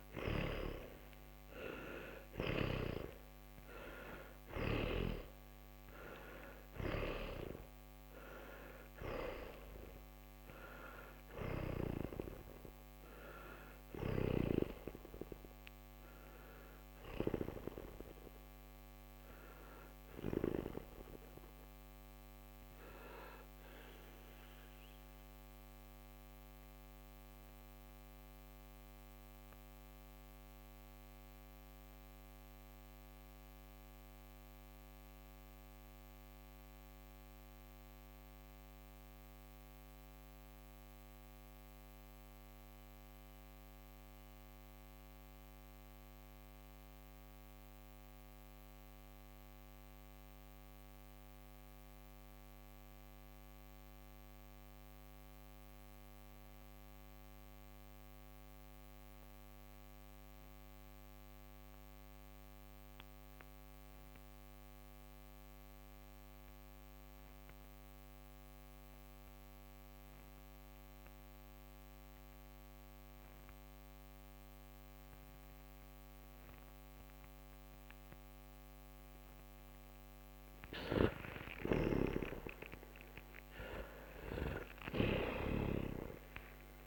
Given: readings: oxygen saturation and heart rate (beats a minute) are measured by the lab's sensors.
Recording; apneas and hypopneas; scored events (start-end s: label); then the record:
breathing in sleep by a microphone on the trachea; 1
0.00-1.00 s: arousal
0.00-39.50 s: oxygen desaturation (device-marked, oxygen 82% lowest, heart rate 47 extreme)
21.50-78.50 s: mixed apnea (oxygen 94% before, 82% lowest, heart rate 68 before, 46 extreme, up 27 after)
81.00-85.50 s: arousal
81.00-86.87 s: snoring (device-marked)
From the record:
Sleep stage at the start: N2 (light sleep); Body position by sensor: on the back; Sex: male